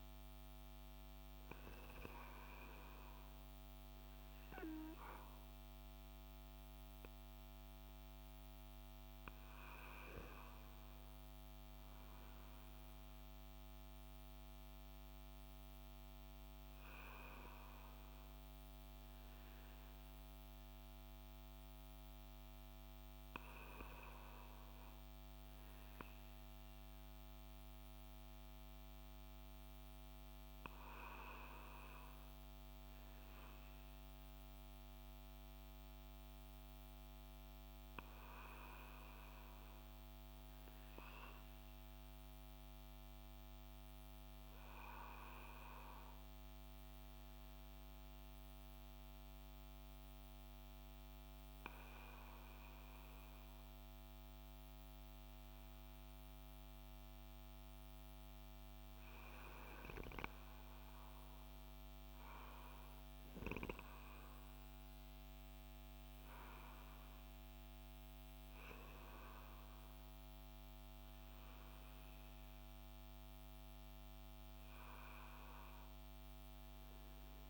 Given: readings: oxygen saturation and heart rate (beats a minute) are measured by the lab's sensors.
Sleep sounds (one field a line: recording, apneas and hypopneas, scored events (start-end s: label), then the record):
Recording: breathing in sleep by a microphone on the trachea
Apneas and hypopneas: none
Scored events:
2.50-7.00 s: arousal
6.00-77.50 s: new sleep stage, N2 (light sleep)
66.50-71.00 s: arousal
From the record:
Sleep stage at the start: N1 (lightest sleep)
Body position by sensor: on the left side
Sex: male